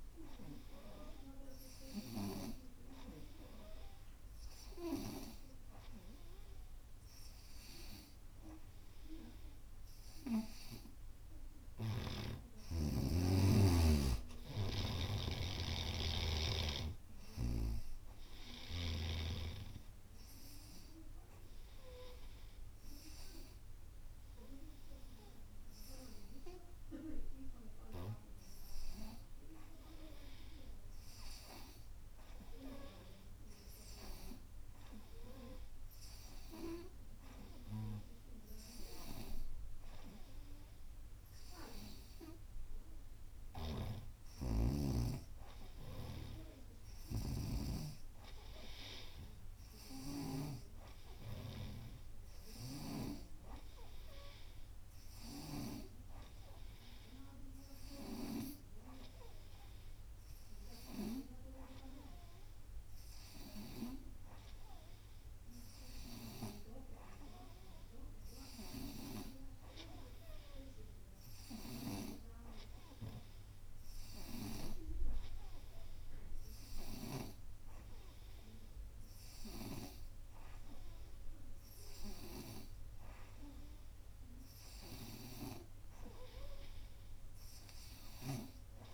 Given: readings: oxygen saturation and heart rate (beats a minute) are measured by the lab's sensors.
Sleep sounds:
breathing in sleep by a room microphone; none
14.50-19.00 s: snoring (device-marked)
16.00-32.00 s: oxygen desaturation (device-marked, oxygen 92% before, 88% lowest, heart rate 89 before, 89 extreme)
43.50-50.50 s: snoring (device-marked)
51.00-64.00 s: oxygen desaturation (device-marked, oxygen 95% before, 91% lowest, heart rate 90 before, 88 extreme)
From the record:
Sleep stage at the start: N2 (light sleep); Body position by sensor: on the right side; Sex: female

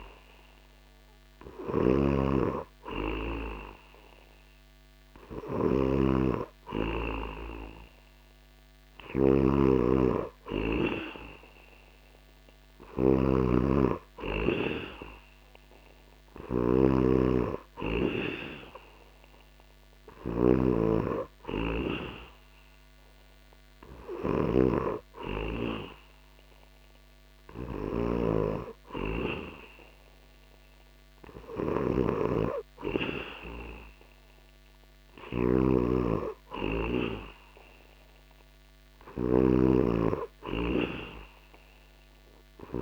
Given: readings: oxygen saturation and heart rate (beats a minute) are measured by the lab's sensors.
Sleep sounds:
a person partly awake in a sleep study, by a microphone on the trachea; none
0.00-42.82 s: snoring (device-marked)
32.00-42.82 s: new sleep stage, awake
From the record:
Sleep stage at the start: N2 (light sleep); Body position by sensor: on the back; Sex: male

